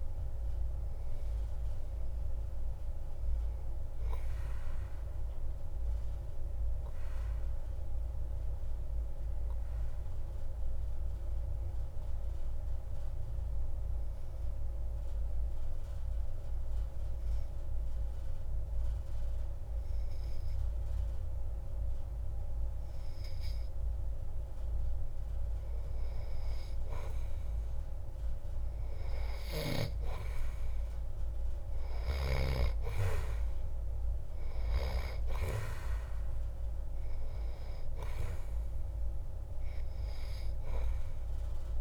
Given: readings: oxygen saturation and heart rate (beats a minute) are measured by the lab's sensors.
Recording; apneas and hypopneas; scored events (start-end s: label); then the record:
breathing in sleep by a room microphone; 1
2.00-5.50 s: arousal
9.00-25.00 s: obstructive apnea (oxygen 95% before, 92% lowest)
30.50-35.00 s: arousal
From the record:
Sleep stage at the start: N2 (light sleep); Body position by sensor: on the back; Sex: male